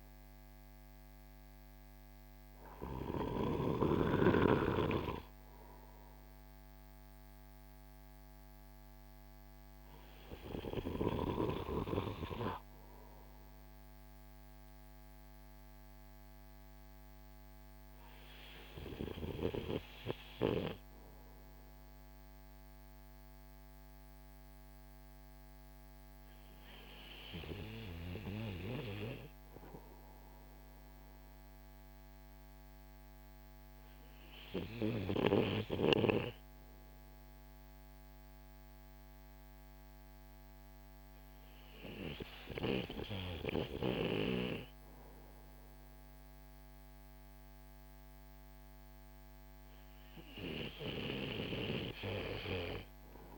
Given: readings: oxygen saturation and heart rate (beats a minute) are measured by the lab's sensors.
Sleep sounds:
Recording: breathing in sleep by a microphone on the trachea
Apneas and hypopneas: none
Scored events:
none scored
From the record:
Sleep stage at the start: N2 (light sleep)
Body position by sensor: on the right side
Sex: male

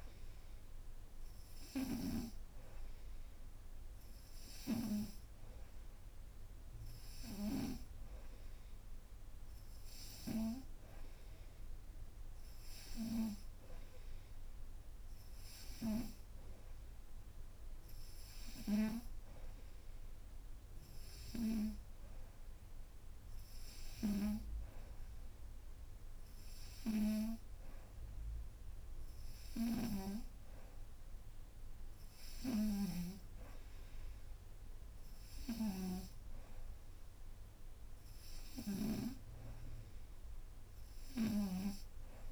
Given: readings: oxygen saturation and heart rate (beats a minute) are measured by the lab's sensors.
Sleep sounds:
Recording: breathing in sleep by a room microphone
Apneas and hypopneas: none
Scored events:
none scored
From the record:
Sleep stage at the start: N2 (light sleep)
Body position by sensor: upright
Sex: female

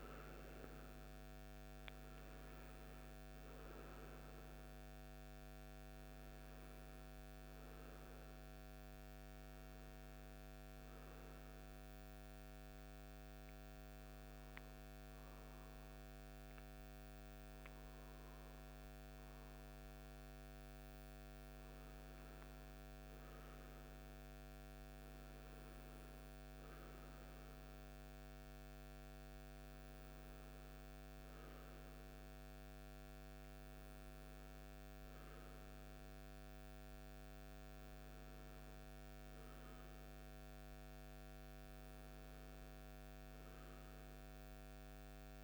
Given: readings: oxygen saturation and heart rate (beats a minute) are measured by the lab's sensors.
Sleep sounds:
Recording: breathing in sleep, hard to hear, by a microphone on the trachea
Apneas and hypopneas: none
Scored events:
38.00-45.43 s: new sleep stage, N2 (light sleep)
38.50-43.00 s: arousal
From the record:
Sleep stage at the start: N1 (lightest sleep)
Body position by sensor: on the right side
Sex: male

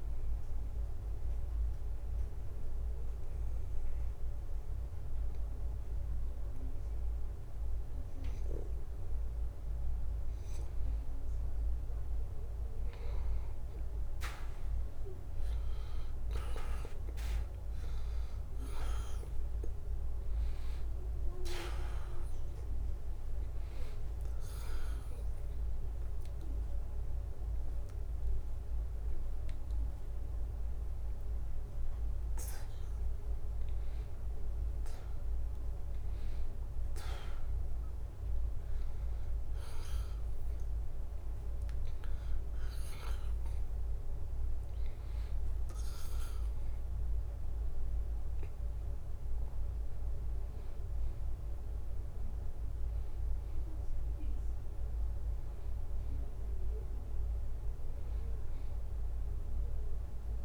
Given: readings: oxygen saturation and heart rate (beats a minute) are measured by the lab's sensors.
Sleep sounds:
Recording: breathing in sleep by a room microphone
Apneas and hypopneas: 2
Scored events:
1.00-11.50 s: obstructive apnea (oxygen 94% before, 90% lowest, heart rate 82 before, 77 extreme, up 0 after)
15.50-19.50 s: arousal
17.50-35.50 s: oxygen desaturation (device-marked, oxygen 94% before, 90% lowest, heart rate 79 before, 80 extreme)
22.50-34.50 s: drop in pulse transit time (device-marked, heart rate 78 before, 80 extreme)
25.50-35.50 s: mixed apnea (oxygen 94% before, 90% lowest, heart rate 78 before, 81 extreme, up 2 after)
37.50-41.00 s: arousal
From the record:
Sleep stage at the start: N2 (light sleep)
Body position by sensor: on the back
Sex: male

